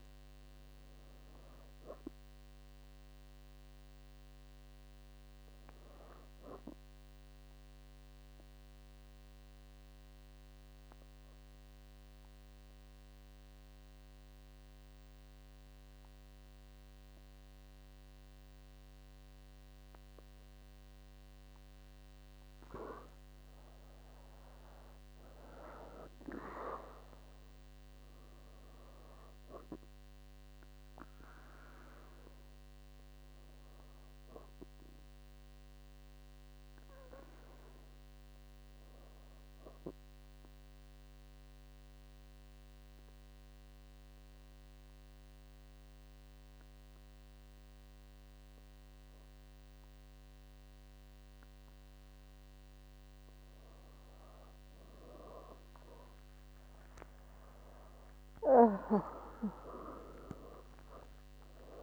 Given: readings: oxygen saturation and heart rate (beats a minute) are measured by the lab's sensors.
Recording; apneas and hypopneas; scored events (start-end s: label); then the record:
breathing in sleep by a microphone on the trachea; 2
7.00-22.50 s: obstructive apnea (oxygen 98% before, 97% lowest, heart rate 78 before, 58 extreme, up 39 after)
24.00-27.50 s: arousal
41.00-54.50 s: obstructive apnea (oxygen 99% before, 96% lowest, heart rate 74 before, 57 extreme, up 57 after)
57.50-61.83 s: arousal
From the record:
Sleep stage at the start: N2 (light sleep); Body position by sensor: on the back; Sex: female